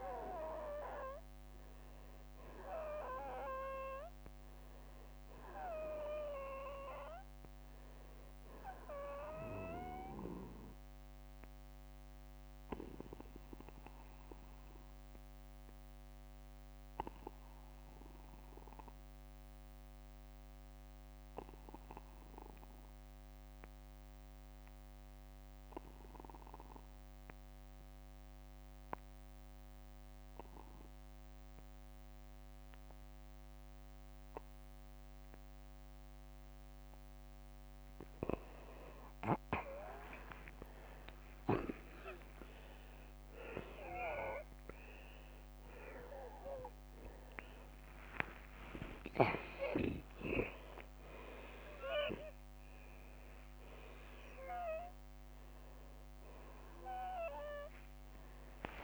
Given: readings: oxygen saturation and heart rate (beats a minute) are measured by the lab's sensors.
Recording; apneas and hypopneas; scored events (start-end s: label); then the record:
breathing in sleep by a microphone on the trachea; 1
9.50-37.00 s: obstructive apnea (oxygen 95% before, 85% lowest, heart rate 58 before, 38 extreme, up 24 after)
10.00-12.00 s: long interval between heartbeats (device-marked, heart rate 58 before, 63 extreme)
22.50-33.50 s: oxygen desaturation (device-marked, oxygen 93% before, 85% lowest, heart rate 55 before, 42 extreme)
23.50-25.50 s: long interval between heartbeats (device-marked, heart rate 55 before, 62 extreme)
40.00-42.00 s: long interval between heartbeats (device-marked, heart rate 53 before, 59 extreme)
46.50-58.84 s: new sleep stage, awake
47.50-49.50 s: long interval between heartbeats (device-marked, heart rate 56 before, 77 extreme)
51.00-53.00 s: long interval between heartbeats (device-marked, heart rate 61 before, 81 extreme)
From the record:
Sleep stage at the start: N2 (light sleep); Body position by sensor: on the back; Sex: male